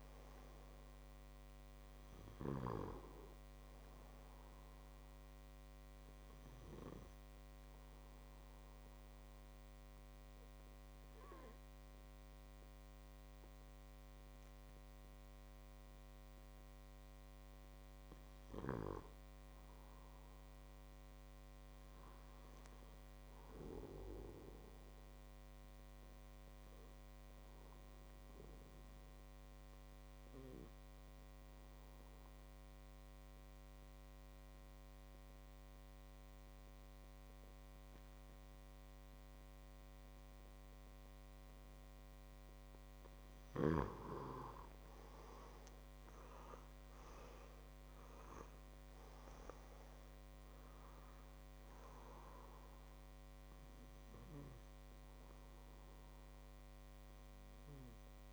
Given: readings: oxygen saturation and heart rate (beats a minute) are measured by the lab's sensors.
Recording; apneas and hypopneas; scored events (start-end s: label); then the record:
breathing in sleep by a microphone on the trachea; 2
0.00-16.00 s: oxygen desaturation (device-marked, oxygen 93% lowest, heart rate 56 extreme)
5.50-17.00 s: obstructive apnea (oxygen 98% before, 91% lowest, heart rate 60 before, 56 extreme, up 4 after)
19.50-22.50 s: arousal
26.50-43.00 s: obstructive apnea (oxygen 98% before, 91% lowest, heart rate 58 before, 56 extreme, up 8 after)
44.50-48.50 s: arousal
45.00-58.33 s: oxygen desaturation (device-marked, oxygen 96% before, 91% lowest, heart rate 58 before, 56 extreme)
From the record:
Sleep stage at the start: N2 (light sleep); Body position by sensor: on the back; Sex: male